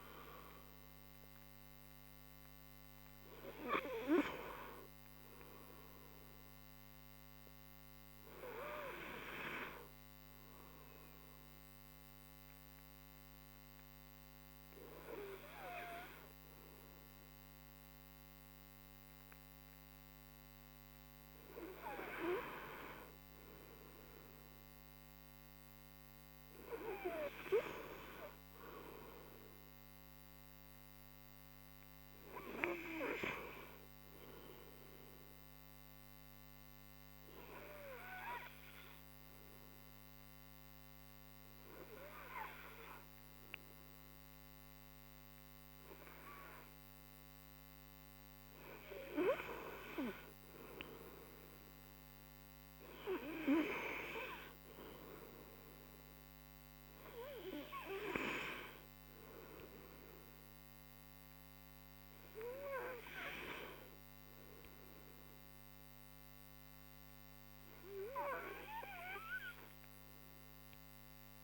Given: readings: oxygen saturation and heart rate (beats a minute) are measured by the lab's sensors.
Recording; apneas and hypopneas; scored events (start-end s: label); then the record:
breathing in sleep by a microphone on the trachea; 1
32.50-35.50 s: arousal
40.00-50.50 s: hypopnea (oxygen 99% before, 95% lowest)
52.50-55.50 s: arousal
From the record:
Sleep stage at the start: N2 (light sleep); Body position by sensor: on the right side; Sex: male